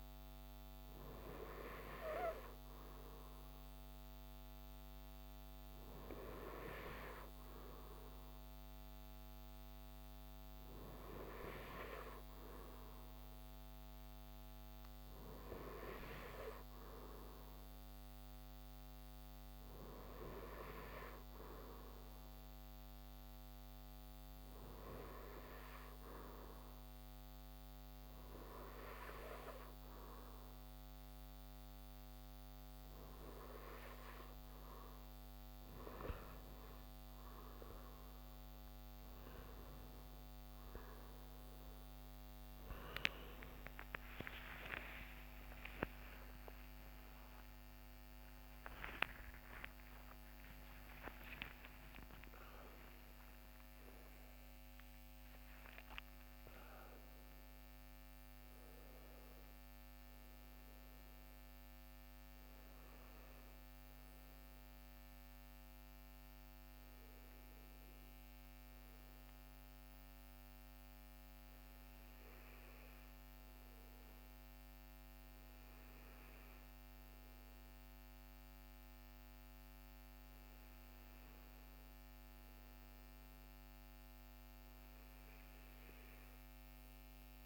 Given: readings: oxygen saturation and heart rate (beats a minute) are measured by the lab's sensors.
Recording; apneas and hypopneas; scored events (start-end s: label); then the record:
breathing in sleep by a microphone on the trachea; none
45.00-53.00 s: arousal
From the record:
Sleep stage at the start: N2 (light sleep); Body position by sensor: on the right side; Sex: male